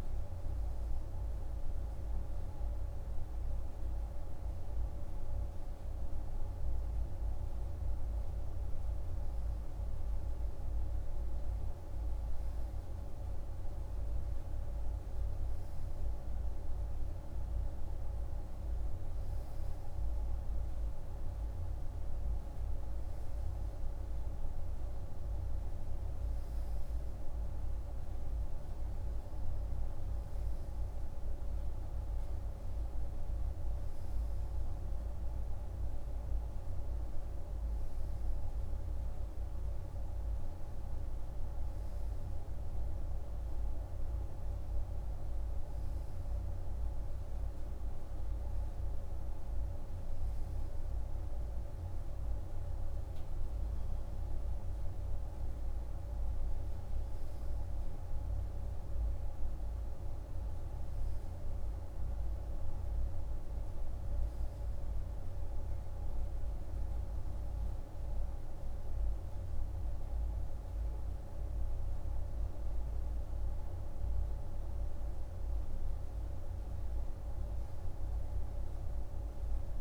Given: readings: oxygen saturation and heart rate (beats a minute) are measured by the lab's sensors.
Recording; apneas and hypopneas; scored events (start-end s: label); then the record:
breathing in sleep, hard to hear, by a room microphone; none
none scored
From the record:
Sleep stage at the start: N2 (light sleep); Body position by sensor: on the right side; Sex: male